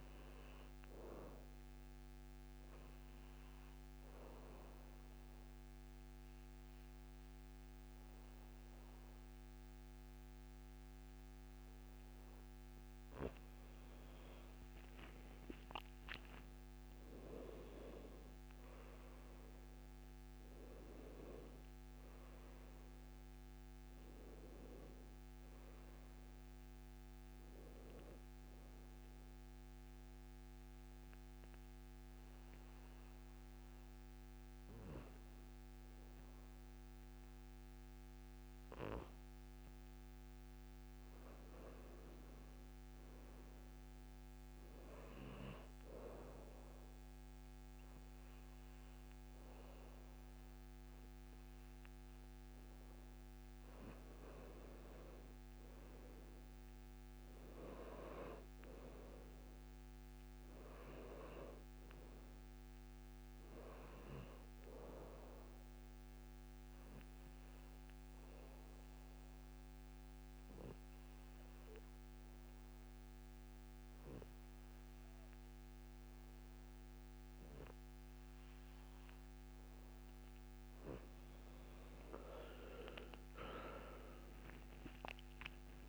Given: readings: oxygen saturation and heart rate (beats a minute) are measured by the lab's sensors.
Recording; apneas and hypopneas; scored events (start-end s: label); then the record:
breathing in sleep by a microphone on the trachea; 3
2.00-12.50 s: obstructive apnea (oxygen 95% before, 87% lowest, heart rate 70 before, 67 extreme, up 8 after)
15.00-19.00 s: arousal
21.50-33.50 s: oxygen desaturation (device-marked, oxygen 94% before, 87% lowest, heart rate 71 before, 67 extreme)
29.00-40.50 s: hypopnea (oxygen 95% before, 87% lowest, heart rate 73 before, 67 extreme, up 3 after)
43.50-46.00 s: arousal
45.50-58.50 s: oxygen desaturation (device-marked, oxygen 98% before, 92% lowest, heart rate 70 before, 64 extreme)
63.50-70.50 s: oxygen desaturation (device-marked, oxygen 95% before, 92% lowest, heart rate 70 before, 64 extreme)
66.00-79.50 s: obstructive apnea (oxygen 98% before, 87% lowest, heart rate 70 before, 65 extreme, up 13 after)
82.00-85.50 s: arousal
82.50-85.89 s: oxygen desaturation (device-marked, oxygen 96% before, 87% lowest, heart rate 68 before, 62 extreme)
From the record:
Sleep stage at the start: N2 (light sleep); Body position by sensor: on the back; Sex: male